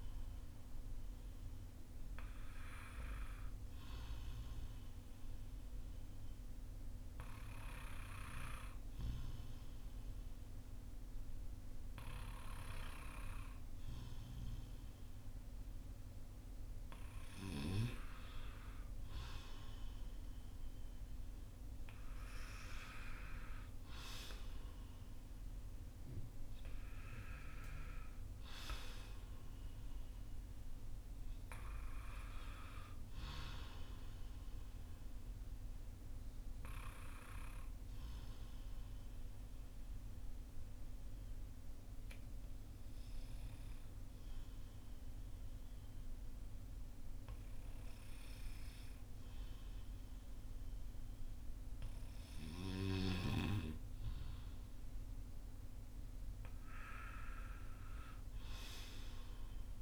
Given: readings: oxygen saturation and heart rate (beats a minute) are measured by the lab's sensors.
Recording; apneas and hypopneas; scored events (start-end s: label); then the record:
breathing in sleep by a room microphone; 2
4.50-17.00 s: hypopnea (oxygen 96% before, 91% lowest, heart rate 45 before, 44 extreme, up 5 after)
19.00-23.00 s: arousal
35.50-55.50 s: hypopnea (oxygen 94% before, 91% lowest, heart rate 51 before, 39 extreme, up 14 after)
57.50-59.81 s: arousal
From the record:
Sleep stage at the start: N2 (light sleep); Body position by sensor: on the front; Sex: male